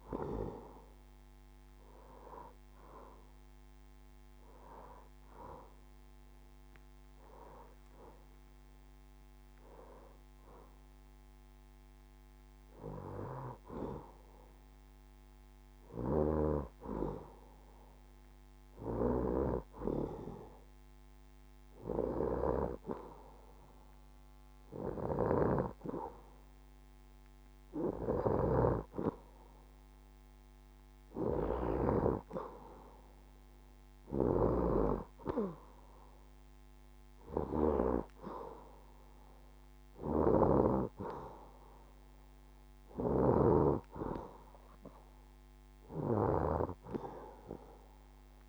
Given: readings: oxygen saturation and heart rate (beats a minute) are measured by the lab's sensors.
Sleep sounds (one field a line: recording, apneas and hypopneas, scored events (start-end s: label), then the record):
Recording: breathing in sleep by a microphone on the trachea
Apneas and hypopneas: none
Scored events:
none scored
From the record:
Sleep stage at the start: N2 (light sleep)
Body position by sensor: on the left side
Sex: female